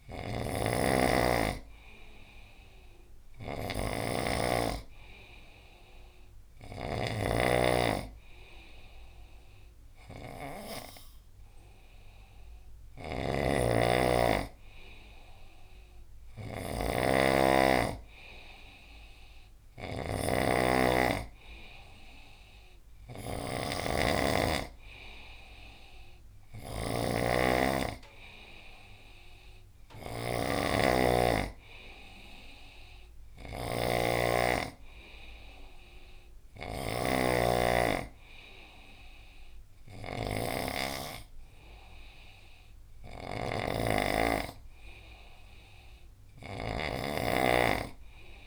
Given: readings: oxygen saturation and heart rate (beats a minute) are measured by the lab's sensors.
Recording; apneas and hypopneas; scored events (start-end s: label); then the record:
breathing in sleep by a room microphone; none
0.00-48.47 s: snoring (device-marked)
From the record:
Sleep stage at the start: N2 (light sleep); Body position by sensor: on the right side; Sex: male